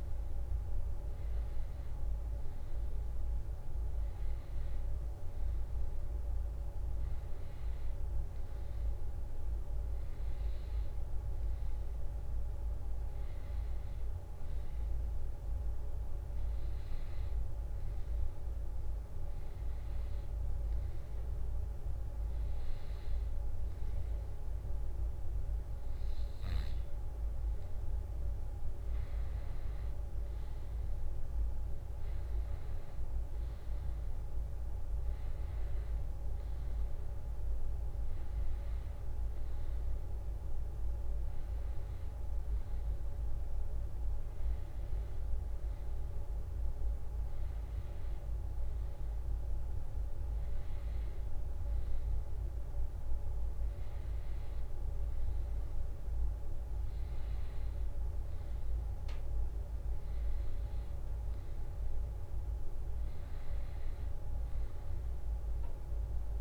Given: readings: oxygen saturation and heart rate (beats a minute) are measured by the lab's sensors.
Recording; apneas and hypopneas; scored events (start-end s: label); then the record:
breathing in sleep, hard to hear, by a room microphone; none
54.50-66.41 s: new sleep stage, N2 (light sleep)
61.50-65.00 s: arousal
From the record:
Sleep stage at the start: N1 (lightest sleep); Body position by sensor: on the back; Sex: male